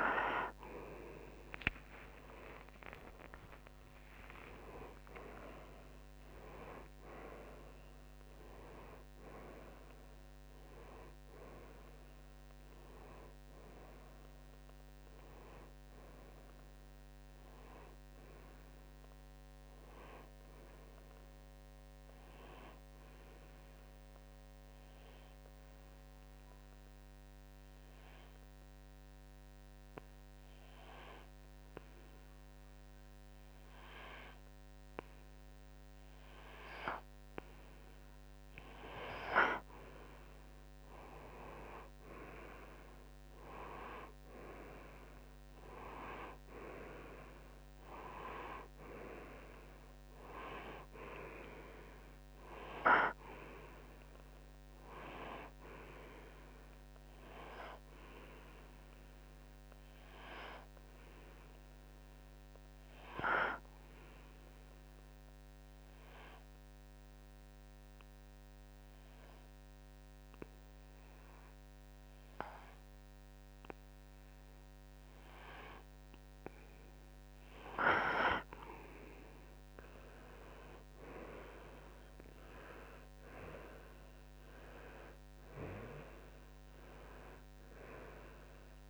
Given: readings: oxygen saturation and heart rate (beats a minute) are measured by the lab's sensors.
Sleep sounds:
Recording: breathing in sleep by a microphone on the trachea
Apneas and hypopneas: 2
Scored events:
1.00-4.50 s: arousal
23.00-38.50 s: obstructive apnea (oxygen 94% before, 89% lowest, heart rate 71 before, 57 extreme, up 11 after)
41.50-45.00 s: arousal
50.50-74.50 s: oxygen desaturation (device-marked, oxygen 95% before, 89% lowest, heart rate 64 before, 55 extreme)
60.00-77.00 s: obstructive apnea (oxygen 95% before, 89% lowest, heart rate 67 before, 55 extreme, up 13 after)
79.00-83.00 s: arousal
87.50-88.90 s: oxygen desaturation (device-marked, oxygen 95% before, 92% lowest, heart rate 61 before, 56 extreme)
From the record:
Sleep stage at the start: N2 (light sleep)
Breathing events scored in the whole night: 265 in 4.4 hours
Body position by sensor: on the right side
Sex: male

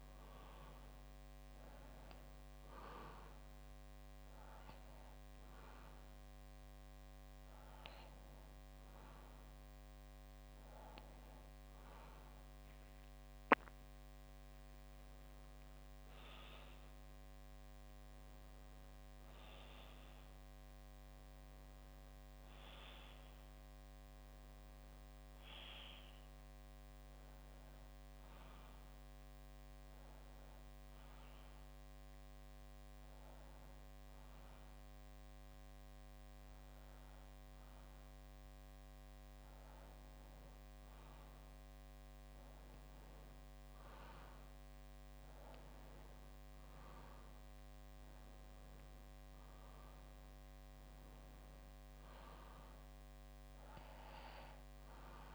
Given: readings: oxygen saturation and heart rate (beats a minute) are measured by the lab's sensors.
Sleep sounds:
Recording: breathing in sleep, hard to hear, by a microphone on the trachea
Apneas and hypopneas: 2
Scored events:
3.50-13.50 s: obstructive apnea (oxygen 98% before, 93% lowest, heart rate 63 before, 62 extreme, up 8 after)
15.00-18.50 s: arousal
15.50-34.50 s: oxygen desaturation (device-marked, oxygen 96% before, 93% lowest, heart rate 63 before, 61 extreme)
30.00-41.50 s: obstructive apnea (oxygen 97% before, 93% lowest, heart rate 65 before, 61 extreme, up 4 after)
43.50-47.50 s: arousal
From the record:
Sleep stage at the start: N2 (light sleep)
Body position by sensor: on the back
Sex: male

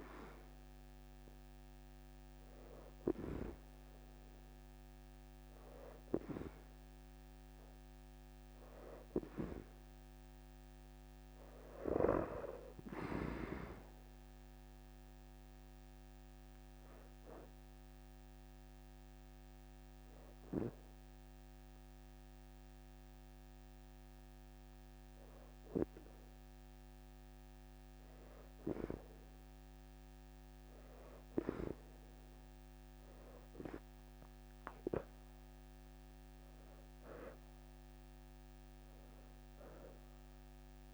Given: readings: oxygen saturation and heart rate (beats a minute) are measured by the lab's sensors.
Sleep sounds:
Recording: breathing in sleep by a microphone on the trachea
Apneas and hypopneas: none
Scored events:
5.00-8.50 s: leg movement (device-marked)
9.50-11.50 s: leg movement (device-marked)
33.50-40.94 s: new sleep stage, awake
39.50-40.94 s: oxygen desaturation (device-marked, oxygen 94% before, 87% lowest, heart rate 32 before, 25 extreme)
From the record:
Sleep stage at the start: N2 (light sleep)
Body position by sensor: on the right side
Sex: female

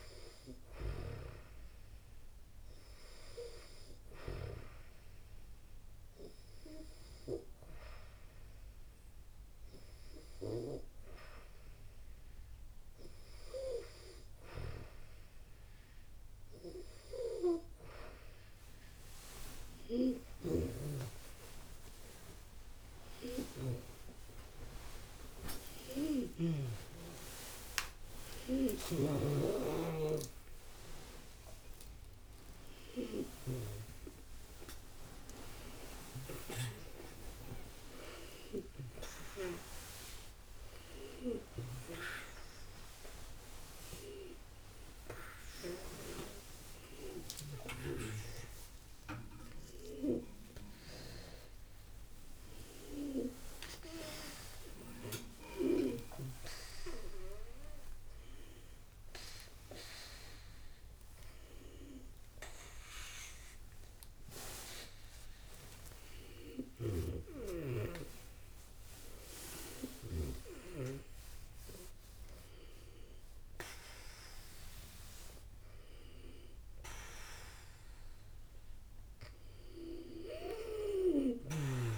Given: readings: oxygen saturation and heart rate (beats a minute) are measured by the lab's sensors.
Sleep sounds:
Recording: a person awake in a sleep study, by a room microphone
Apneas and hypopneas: none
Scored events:
12.50-81.98 s: new sleep stage, awake
67.50-71.00 s: snoring (device-marked)
From the record:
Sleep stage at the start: N2 (light sleep)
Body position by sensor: on the back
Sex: female

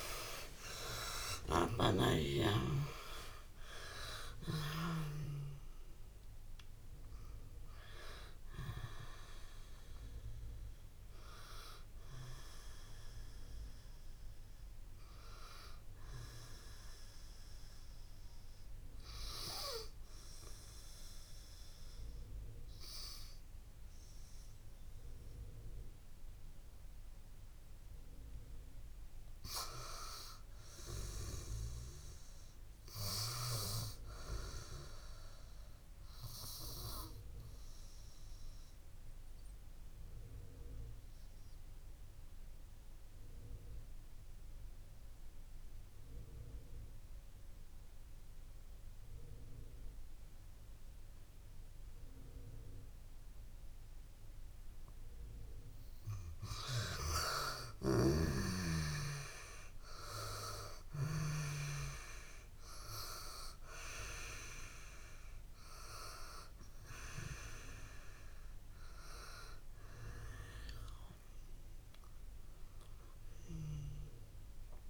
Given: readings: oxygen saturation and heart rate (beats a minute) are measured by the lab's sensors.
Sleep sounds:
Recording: breathing in sleep by a room microphone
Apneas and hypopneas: 1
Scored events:
0.00-2.00 s: arousal
0.00-32.00 s: oxygen desaturation (device-marked, oxygen 80% lowest)
31.00-34.00 s: arousal
35.50-54.50 s: obstructive apnea (oxygen 99% before, 85% lowest)
46.00-56.00 s: oxygen desaturation (device-marked, oxygen 99% before, 93% lowest)
55.00-58.50 s: arousal
61.00-74.90 s: oxygen desaturation (device-marked, oxygen 95% before, 85% lowest)
From the record:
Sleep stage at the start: N2 (light sleep)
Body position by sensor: on the back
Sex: female

